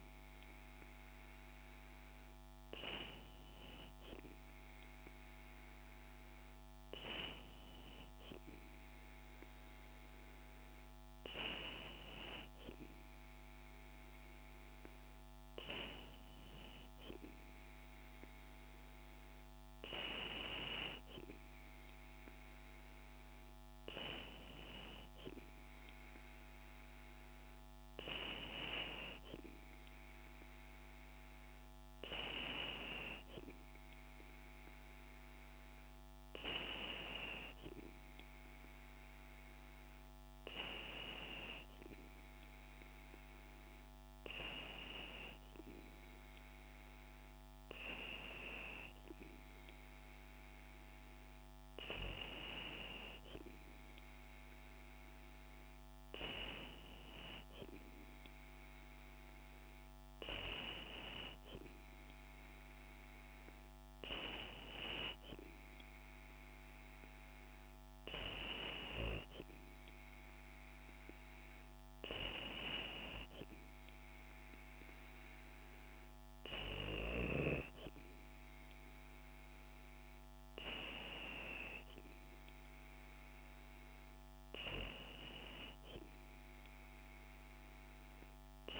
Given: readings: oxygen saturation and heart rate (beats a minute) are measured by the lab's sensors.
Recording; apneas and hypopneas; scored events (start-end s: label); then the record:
breathing in sleep by a microphone on the trachea; none
none scored
From the record:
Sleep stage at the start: N2 (light sleep); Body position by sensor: on the back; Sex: female